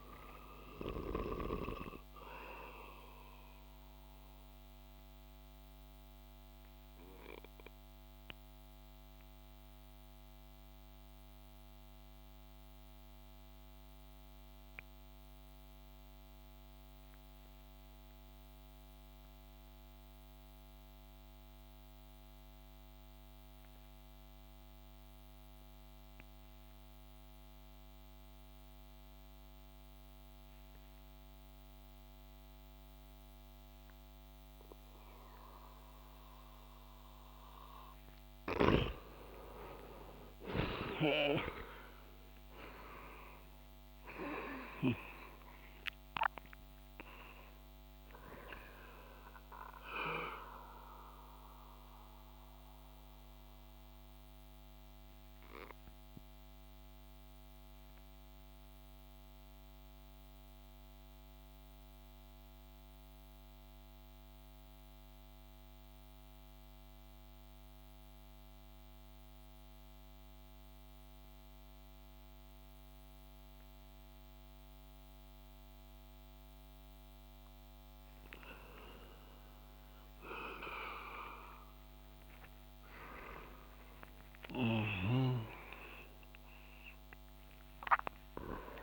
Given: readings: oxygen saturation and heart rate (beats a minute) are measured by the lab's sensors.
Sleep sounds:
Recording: breathing in sleep by a microphone on the trachea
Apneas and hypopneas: 2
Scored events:
0.00-1.50 s: snoring (device-marked)
4.50-37.00 s: obstructive apnea (oxygen 96% before, 88% lowest)
28.50-66.50 s: oxygen desaturation (device-marked, oxygen 97% before, 88% lowest)
38.50-44.50 s: arousal
50.50-76.50 s: obstructive apnea (oxygen 96% before, 88% lowest)
83.50-88.83 s: arousal
From the record:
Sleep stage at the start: N2 (light sleep)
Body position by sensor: on the back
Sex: male

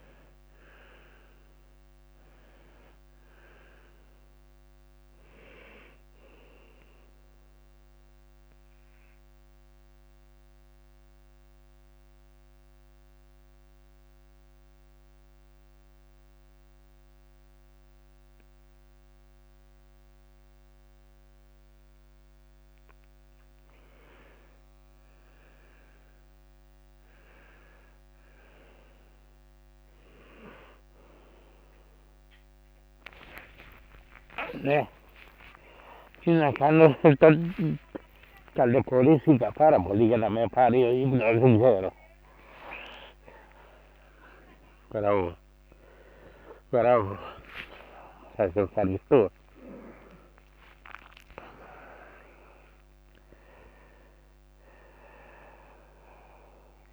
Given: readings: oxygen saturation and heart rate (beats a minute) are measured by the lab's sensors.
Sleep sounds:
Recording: a person partly awake in a sleep study, by a microphone on the trachea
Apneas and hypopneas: 1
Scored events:
0.00-17.50 s: oxygen desaturation (device-marked, oxygen 86% lowest, heart rate 56 extreme)
9.00-22.50 s: central apnea (heart rate 59 before, 56 extreme, up 1 after)
32.50-56.93 s: tachycardia (device-marked, heart rate 55 before, 150 extreme)
33.50-35.50 s: long interval between heartbeats (device-marked, heart rate 57 before, 77 extreme)
36.00-38.00 s: long interval between heartbeats (device-marked, heart rate 60 before, 106 extreme)
37.50-56.93 s: new sleep stage, awake
38.50-40.50 s: long interval between heartbeats (device-marked, heart rate 69 before, 143 extreme)
40.50-42.50 s: long interval between heartbeats (device-marked, heart rate 78 before, 150 extreme)
From the record:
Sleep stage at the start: N2 (light sleep)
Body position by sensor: on the left side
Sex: male

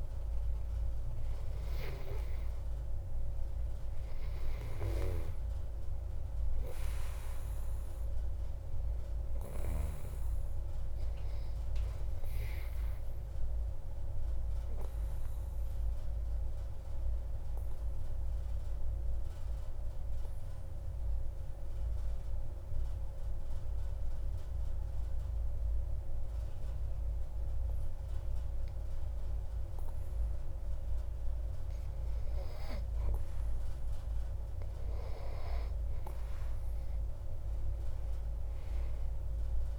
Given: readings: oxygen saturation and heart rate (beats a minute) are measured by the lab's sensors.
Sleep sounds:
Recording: breathing in sleep by a room microphone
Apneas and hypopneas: 1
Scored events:
0.00-5.00 s: arousal
15.50-31.50 s: obstructive apnea (oxygen 97% before, 92% lowest)
From the record:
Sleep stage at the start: N2 (light sleep)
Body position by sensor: on the back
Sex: male

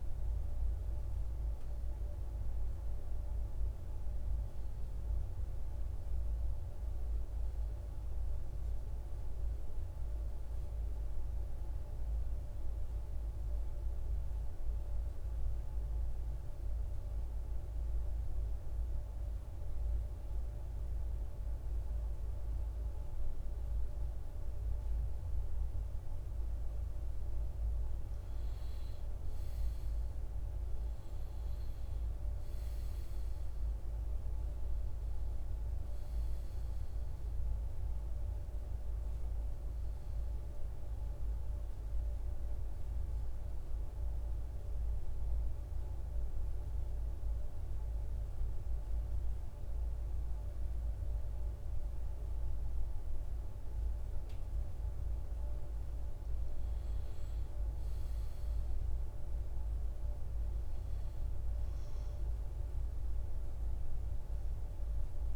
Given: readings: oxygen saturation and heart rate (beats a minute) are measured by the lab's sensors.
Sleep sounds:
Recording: breathing in sleep, hard to hear, by a room microphone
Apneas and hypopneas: 2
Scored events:
0.00-6.00 s: oxygen desaturation (device-marked, oxygen 82% lowest, heart rate 53 extreme)
11.00-26.50 s: mixed apnea (oxygen 99% before, 91% lowest, heart rate 69 before, 53 extreme, up 11 after)
27.00-51.00 s: oxygen desaturation (device-marked, oxygen 99% before, 91% lowest, heart rate 55 before, 56 extreme)
29.00-33.50 s: arousal
41.50-56.00 s: mixed apnea (oxygen 99% before, 87% lowest, heart rate 59 before, 55 extreme, up 4 after)
59.00-62.00 s: arousal
63.00-65.36 s: oxygen desaturation (device-marked, oxygen 98% before, 91% lowest, heart rate 59 before, 55 extreme)
From the record:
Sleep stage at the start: N2 (light sleep)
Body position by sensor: on the back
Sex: male

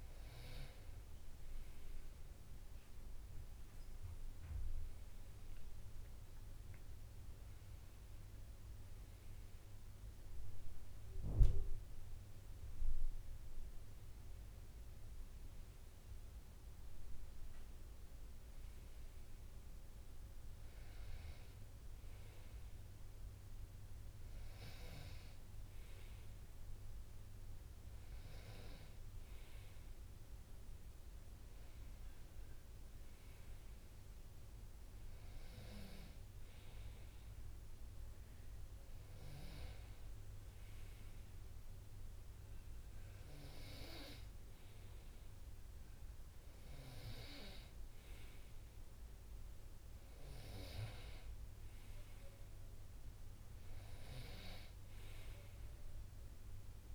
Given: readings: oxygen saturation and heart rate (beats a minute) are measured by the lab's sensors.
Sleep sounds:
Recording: breathing in sleep by a room microphone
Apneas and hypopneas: none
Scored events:
12.00-17.00 s: arousal
From the record:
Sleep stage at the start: N2 (light sleep)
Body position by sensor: on the right side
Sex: male

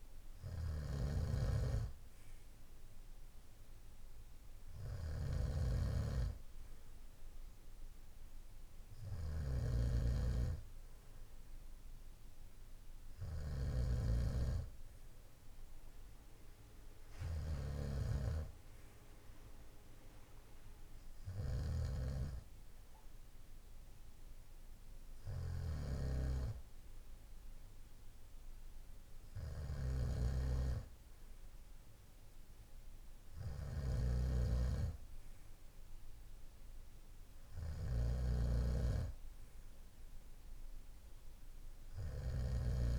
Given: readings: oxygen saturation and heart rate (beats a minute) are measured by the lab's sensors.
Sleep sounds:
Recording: breathing in sleep by a room microphone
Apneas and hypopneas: none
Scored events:
0.00-42.99 s: snoring (device-marked)
From the record:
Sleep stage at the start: N2 (light sleep)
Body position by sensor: on the right side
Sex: male

